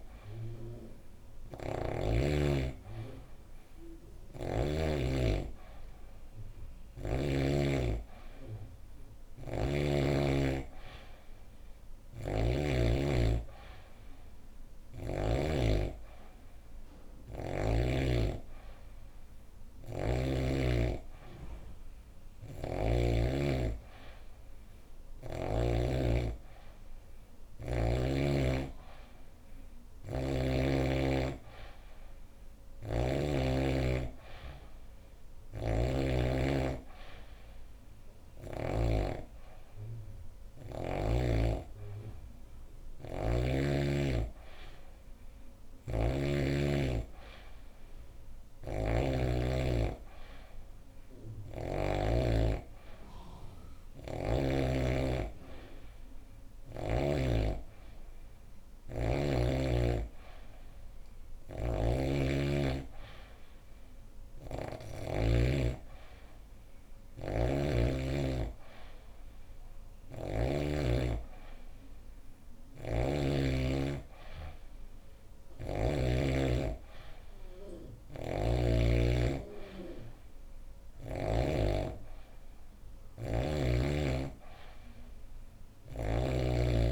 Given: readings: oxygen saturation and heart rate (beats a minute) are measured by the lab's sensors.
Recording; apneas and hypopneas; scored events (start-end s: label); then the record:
breathing in sleep by a room microphone; none
1.00-4.50 s: snoring (device-marked)
11.50-15.00 s: snoring (device-marked)
29.50-33.00 s: snoring (device-marked)
35.00-38.50 s: snoring (device-marked)
48.00-51.50 s: snoring (device-marked)
61.00-65.00 s: snoring (device-marked)
72.00-75.50 s: snoring (device-marked)
77.50-81.00 s: snoring (device-marked)
From the record:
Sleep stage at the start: N3 (deep sleep); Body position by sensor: on the back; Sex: female